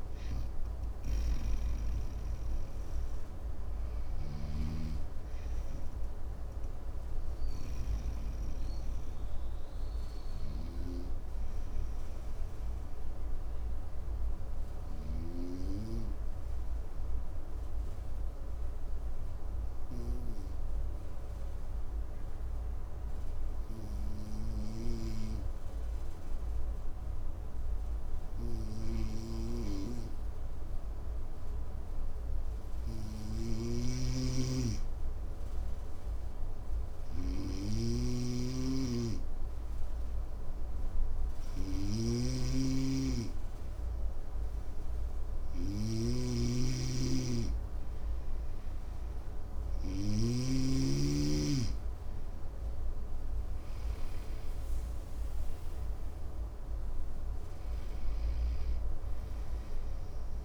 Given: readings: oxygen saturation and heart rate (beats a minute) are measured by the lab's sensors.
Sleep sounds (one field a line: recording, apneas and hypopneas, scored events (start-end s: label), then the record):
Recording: breathing in sleep by a room microphone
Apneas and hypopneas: 1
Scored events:
0.50-7.50 s: snoring (device-marked)
11.00-45.00 s: obstructive apnea (oxygen 98% before, 94% lowest, heart rate 58 before, 53 extreme, up 2 after)
33.00-60.44 s: snoring (device-marked)
36.00-60.44 s: oxygen desaturation (device-marked, oxygen 98% before, 94% lowest, heart rate 55 before, 53 extreme)
47.50-52.00 s: arousal
From the record:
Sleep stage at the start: N2 (light sleep)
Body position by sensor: on the right side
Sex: male